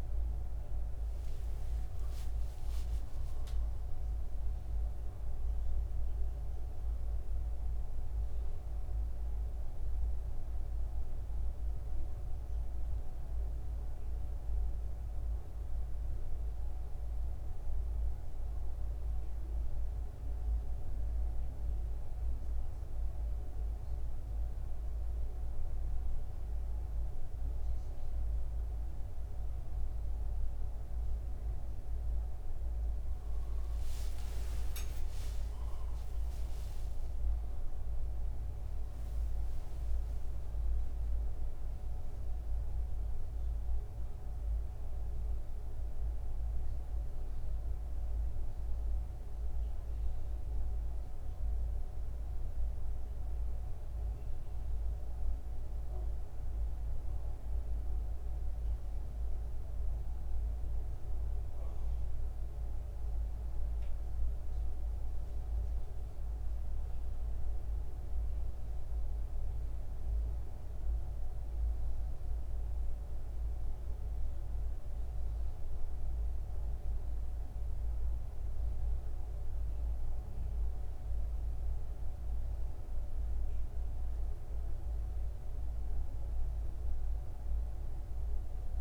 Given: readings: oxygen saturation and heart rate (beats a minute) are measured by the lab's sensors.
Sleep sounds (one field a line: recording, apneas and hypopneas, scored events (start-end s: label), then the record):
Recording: breathing in sleep, hard to hear, by a room microphone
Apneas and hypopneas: none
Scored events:
1.00-4.00 s: arousal
1.50-3.50 s: long interval between heartbeats (device-marked, heart rate 85 before, 91 extreme)
33.00-38.00 s: arousal
33.50-35.50 s: long interval between heartbeats (device-marked, heart rate 92 before, 96 extreme)
From the record:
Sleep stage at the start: N1 (lightest sleep)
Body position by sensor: upright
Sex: male